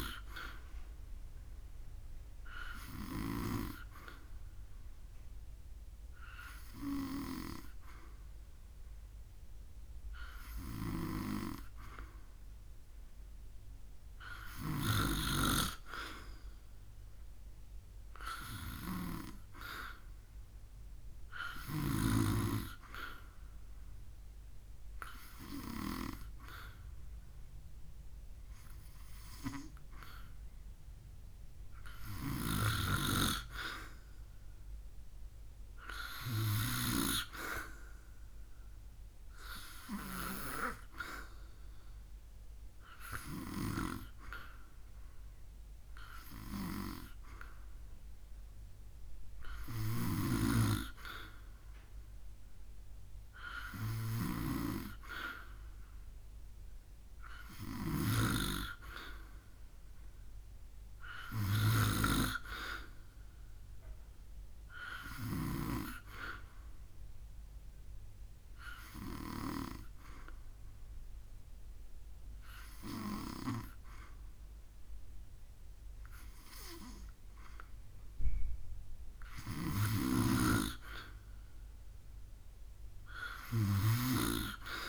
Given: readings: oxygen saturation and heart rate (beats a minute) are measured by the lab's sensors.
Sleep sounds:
breathing in sleep by a room microphone; 2
0.00-3.00 s: snoring (device-marked)
0.00-16.50 s: oxygen desaturation (device-marked, oxygen 90% lowest, heart rate 71 extreme)
10.00-21.50 s: snoring (device-marked)
22.50-33.50 s: hypopnea (oxygen 94% before, 91% lowest, heart rate 72 before, 71 extreme, up 5 after)
36.50-40.00 s: arousal
49.50-65.00 s: snoring (device-marked)
66.00-78.00 s: hypopnea (oxygen 94% before, 90% lowest, heart rate 72 before, 71 extreme, up 3 after)
79.00-84.88 s: snoring (device-marked)
79.50-82.50 s: arousal
From the record:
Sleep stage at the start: N2 (light sleep); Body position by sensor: on the back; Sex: male

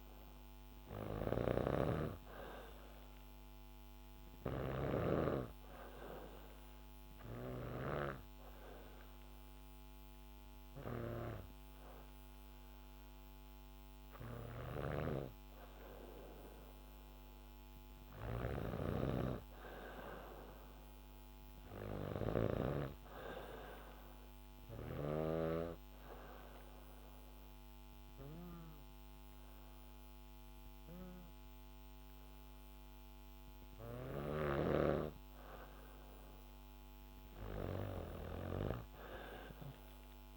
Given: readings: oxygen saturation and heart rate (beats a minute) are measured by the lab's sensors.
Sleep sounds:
breathing in sleep by a microphone on the trachea; 2
0.00-7.50 s: snoring (device-marked)
5.50-16.50 s: obstructive apnea (oxygen 96% before, 93% lowest, heart rate 70 before, 69 extreme, up 2 after)
14.00-25.00 s: snoring (device-marked)
17.50-21.00 s: arousal
24.50-35.50 s: obstructive apnea (oxygen 96% before, 93% lowest, heart rate 72 before, 66 extreme, up 0 after)
37.50-40.00 s: arousal
From the record:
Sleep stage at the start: N2 (light sleep); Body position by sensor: on the back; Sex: female

